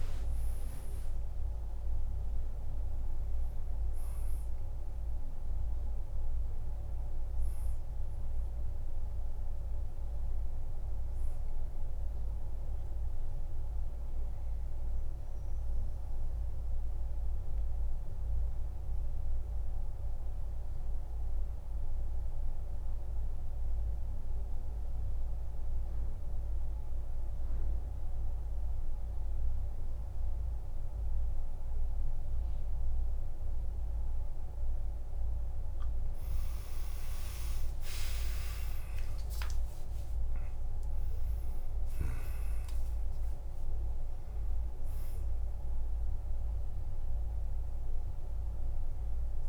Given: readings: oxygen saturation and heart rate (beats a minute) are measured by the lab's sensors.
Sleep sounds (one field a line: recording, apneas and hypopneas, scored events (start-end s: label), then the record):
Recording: breathing in sleep, hard to hear, by a room microphone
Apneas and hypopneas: 1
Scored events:
0.00-6.00 s: oxygen desaturation (device-marked, oxygen 95% lowest, heart rate 48 extreme)
8.50-11.50 s: arousal
13.00-35.00 s: mixed apnea (oxygen 99% before, 91% lowest, heart rate 55 before, 48 extreme)
35.00-49.48 s: oxygen desaturation (device-marked, oxygen 98% before, 92% lowest, heart rate 51 before, 49 extreme)
36.00-42.00 s: tachycardia (device-marked, heart rate 58 before, 113 extreme)
37.00-41.00 s: arousal
40.00-42.00 s: long interval between heartbeats (device-marked, heart rate 58 before, 112 extreme)
43.50-45.50 s: long interval between heartbeats (device-marked, heart rate 68 before, 105 extreme)
From the record:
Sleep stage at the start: N2 (light sleep)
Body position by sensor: on the back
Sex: male